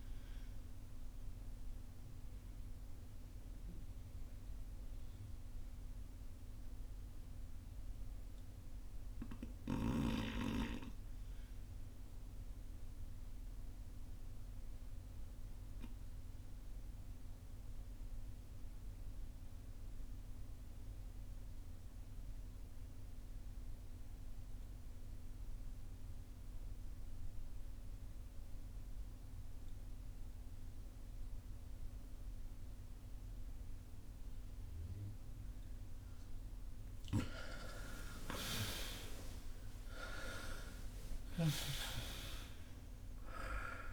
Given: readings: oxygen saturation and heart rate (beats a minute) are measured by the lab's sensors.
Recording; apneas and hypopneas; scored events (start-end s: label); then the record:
breathing in sleep by a room microphone; 1
0.00-21.50 s: oxygen desaturation (device-marked, oxygen 77% lowest, heart rate 46 extreme)
1.50-36.50 s: obstructive apnea (oxygen 97% before, 70% lowest, heart rate 53 before, 46 extreme, up 28 after)
37.00-42.00 s: arousal
37.50-43.93 s: oxygen desaturation (device-marked, oxygen 89% before, 70% lowest, heart rate 51 before, 46 extreme)
From the record:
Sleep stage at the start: REM sleep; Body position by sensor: on the front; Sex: male